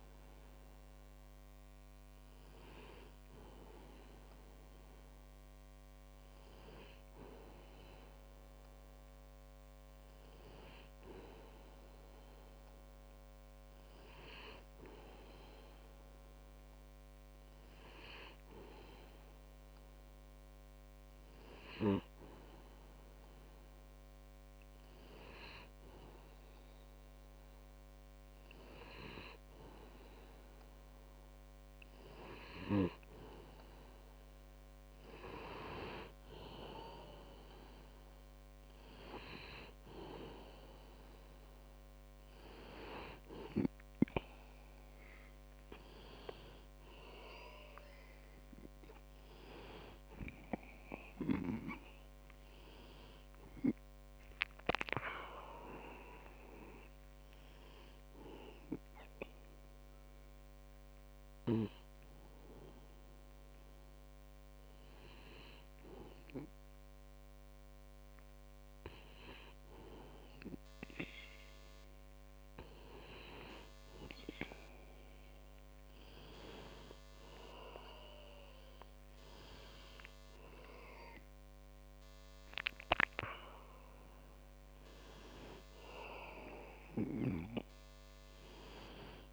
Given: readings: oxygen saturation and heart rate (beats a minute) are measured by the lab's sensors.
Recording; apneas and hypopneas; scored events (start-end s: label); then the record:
breathing in sleep by a microphone on the trachea; 2
4.50-9.00 s: arousal
11.00-32.00 s: hypopnea (oxygen 97% before, 95% lowest, heart rate 48 before, 44 extreme, up 2 after)
35.50-39.50 s: arousal
58.50-72.50 s: hypopnea (oxygen 96% before, 94% lowest, heart rate 51 before, 47 extreme, up 2 after)
76.50-81.50 s: arousal
From the record:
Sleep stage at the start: N2 (light sleep); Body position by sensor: on the back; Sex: male